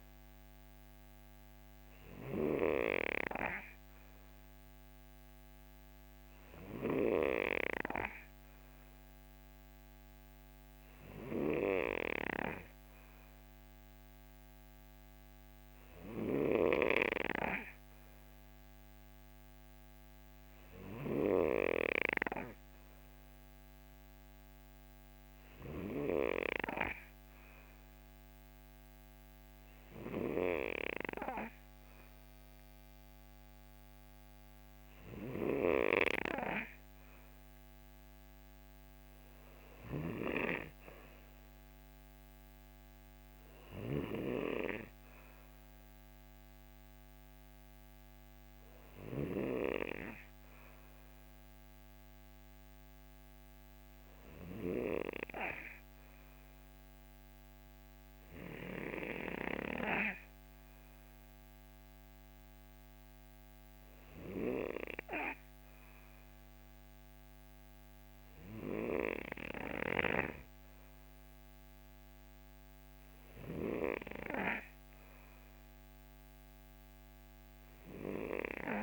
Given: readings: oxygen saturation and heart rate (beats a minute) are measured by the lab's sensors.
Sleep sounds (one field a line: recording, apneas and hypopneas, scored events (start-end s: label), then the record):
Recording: breathing in sleep by a microphone on the trachea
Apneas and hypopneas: none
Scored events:
27.50-78.83 s: new sleep stage, N2 (light sleep)
From the record:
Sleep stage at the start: N3 (deep sleep)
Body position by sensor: on the right side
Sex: male